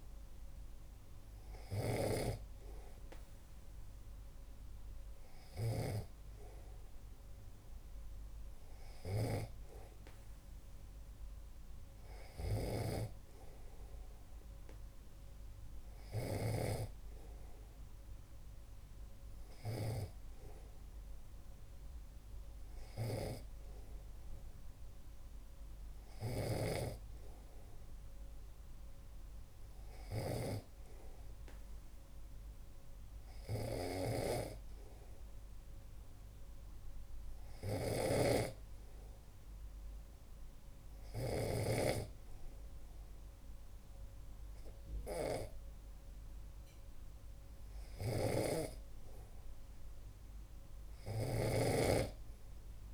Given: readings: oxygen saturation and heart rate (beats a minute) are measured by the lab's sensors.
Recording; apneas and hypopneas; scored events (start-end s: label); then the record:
breathing in sleep by a room microphone; none
5.50-17.00 s: snoring (device-marked)
23.00-42.00 s: snoring (device-marked)
48.00-52.94 s: snoring (device-marked)
From the record:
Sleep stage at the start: N2 (light sleep); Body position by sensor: on the back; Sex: male